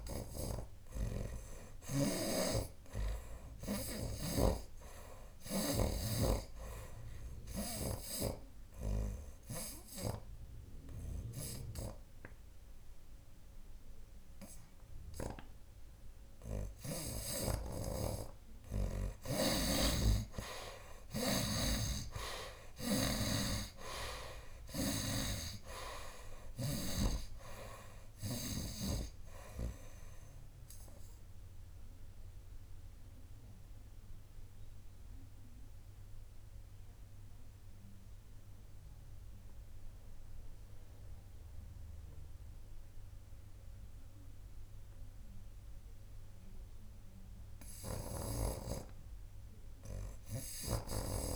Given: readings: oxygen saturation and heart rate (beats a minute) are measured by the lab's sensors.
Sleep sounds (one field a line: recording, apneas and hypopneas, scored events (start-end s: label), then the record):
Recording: breathing in sleep by a room microphone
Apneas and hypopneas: 2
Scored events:
0.00-25.50 s: oxygen desaturation (device-marked, oxygen 56% lowest, heart rate 74 extreme)
1.00-6.00 s: arousal
4.50-8.00 s: snoring (device-marked)
9.00-19.00 s: obstructive apnea (oxygen 90% before, 55% lowest, heart rate 85 before, 75 extreme, up 8 after)
20.00-27.00 s: snoring (device-marked)
21.50-25.50 s: arousal
27.50-45.50 s: oxygen desaturation (device-marked, oxygen 70% before, 55% lowest, heart rate 92 before, 74 extreme)
29.50-46.00 s: obstructive apnea (oxygen 70% before, 44% lowest, heart rate 93 before, 67 extreme, up 9 after)
49.00-51.36 s: arousal
From the record:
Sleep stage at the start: N2 (light sleep)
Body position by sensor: on the right side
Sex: male